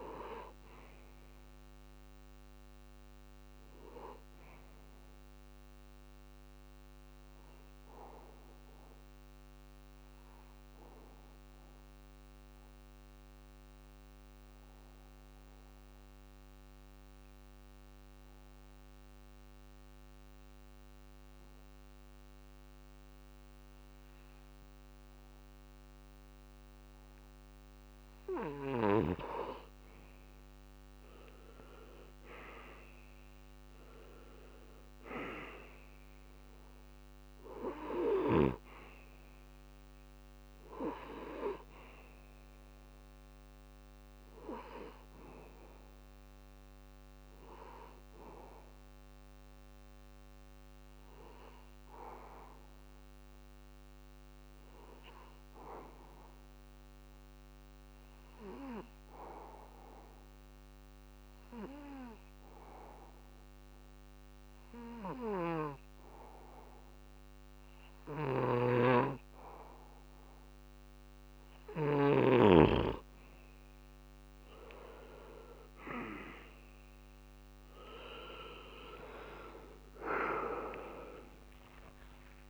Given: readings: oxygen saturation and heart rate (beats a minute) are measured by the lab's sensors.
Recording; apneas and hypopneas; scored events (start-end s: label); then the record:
breathing in sleep by a microphone on the trachea; 2
0.00-12.50 s: oxygen desaturation (device-marked, oxygen 85% lowest)
6.00-28.50 s: mixed apnea (oxygen 97% before, 85% lowest)
29.50-55.50 s: oxygen desaturation (device-marked, oxygen 98% before, 86% lowest)
30.00-34.50 s: arousal
48.50-70.00 s: obstructive apnea (oxygen 98% before, 86% lowest)
70.50-82.50 s: oxygen desaturation (device-marked, oxygen 98% before, 86% lowest)
73.00-76.50 s: arousal
From the record:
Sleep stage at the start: N2 (light sleep); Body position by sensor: on the back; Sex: male